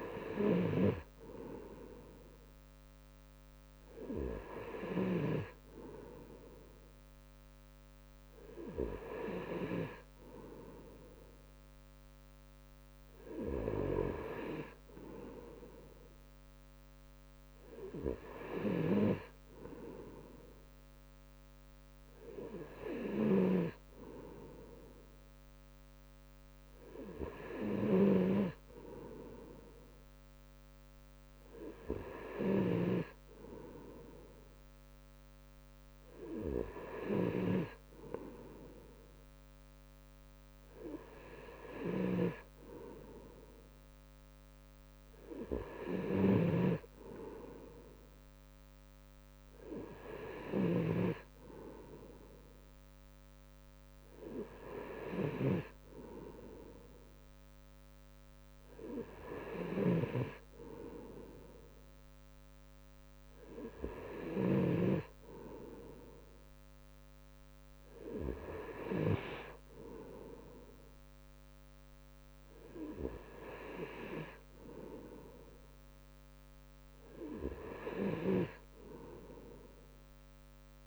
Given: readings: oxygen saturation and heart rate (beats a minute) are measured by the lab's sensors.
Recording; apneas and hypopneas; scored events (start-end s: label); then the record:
breathing in sleep by a microphone on the trachea; none
none scored
From the record:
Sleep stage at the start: N2 (light sleep); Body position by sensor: on the right side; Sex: male